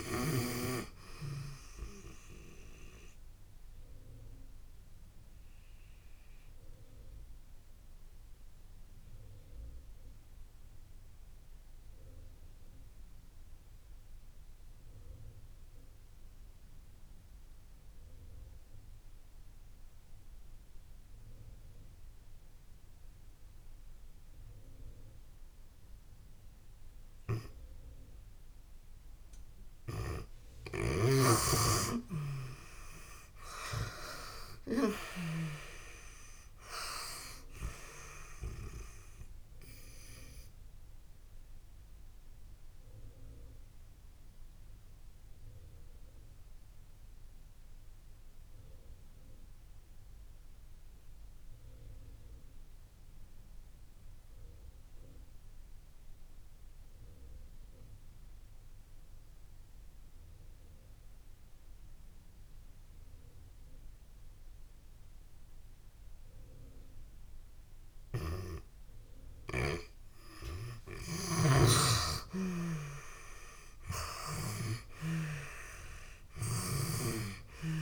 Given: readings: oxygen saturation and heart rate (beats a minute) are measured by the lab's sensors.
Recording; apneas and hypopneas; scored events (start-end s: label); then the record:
breathing in sleep by a room microphone; 2
0.00-25.00 s: oxygen desaturation (device-marked, oxygen 85% lowest)
2.00-29.00 s: obstructive apnea (oxygen 97% before, 84% lowest)
31.00-34.50 s: arousal
39.00-66.00 s: oxygen desaturation (device-marked, oxygen 96% before, 84% lowest)
40.50-68.00 s: obstructive apnea (oxygen 97% before, 84% lowest)
69.00-77.82 s: snoring (device-marked)
71.00-74.50 s: arousal
From the record:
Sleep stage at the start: N2 (light sleep); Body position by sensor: on the back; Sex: female